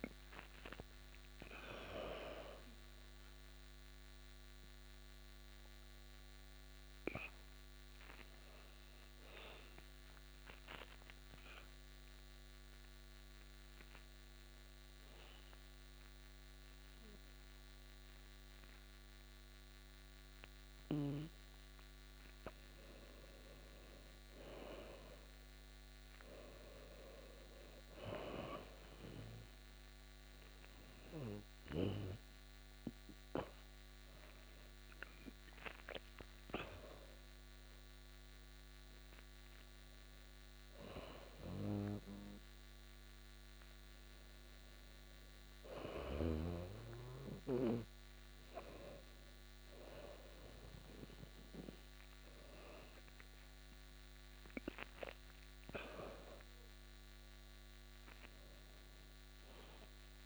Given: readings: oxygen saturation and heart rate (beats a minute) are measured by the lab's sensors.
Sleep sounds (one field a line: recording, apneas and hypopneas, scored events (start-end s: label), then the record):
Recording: breathing in sleep by a microphone on the trachea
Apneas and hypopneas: 1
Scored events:
0.00-5.00 s: oxygen desaturation (device-marked, oxygen 92% lowest, heart rate 86 extreme)
14.00-24.00 s: hypopnea (oxygen 96% before, 91% lowest, heart rate 92 before, 86 extreme, up 2 after)
27.00-42.00 s: oxygen desaturation (device-marked, oxygen 97% before, 91% lowest, heart rate 89 before, 89 extreme)
29.00-34.00 s: arousal
From the record:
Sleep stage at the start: N2 (light sleep)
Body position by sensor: on the back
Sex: female